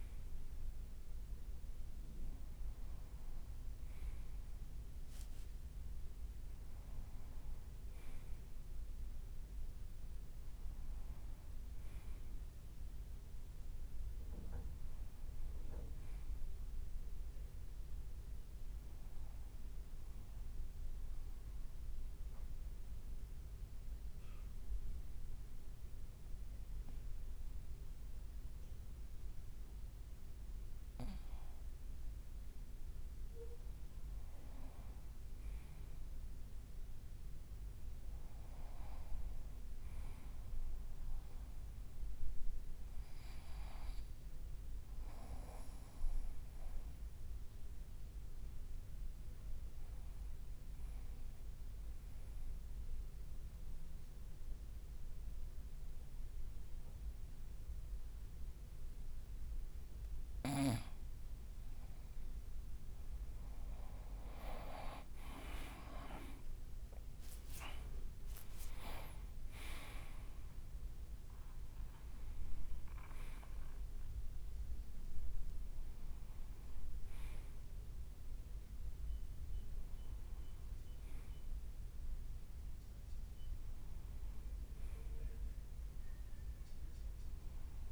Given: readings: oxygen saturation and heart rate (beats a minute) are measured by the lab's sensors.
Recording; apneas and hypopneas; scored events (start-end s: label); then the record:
breathing in sleep by a room microphone; 2
0.00-1.00 s: arousal
6.50-14.00 s: leg movement (device-marked)
17.00-21.50 s: leg movement (device-marked)
20.00-32.50 s: mixed apnea (oxygen 96% before, 94% lowest, heart rate 61 before, 55 extreme, up 0 after)
34.00-38.50 s: arousal
44.00-61.00 s: obstructive apnea (oxygen 96% before, 93% lowest, heart rate 57 before, 54 extreme, up 5 after)
45.00-49.00 s: leg movement (device-marked)
54.00-57.50 s: leg movement (device-marked)
62.50-66.50 s: arousal
64.50-67.50 s: leg movement (device-marked)
From the record:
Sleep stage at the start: N2 (light sleep); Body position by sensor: on the right side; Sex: male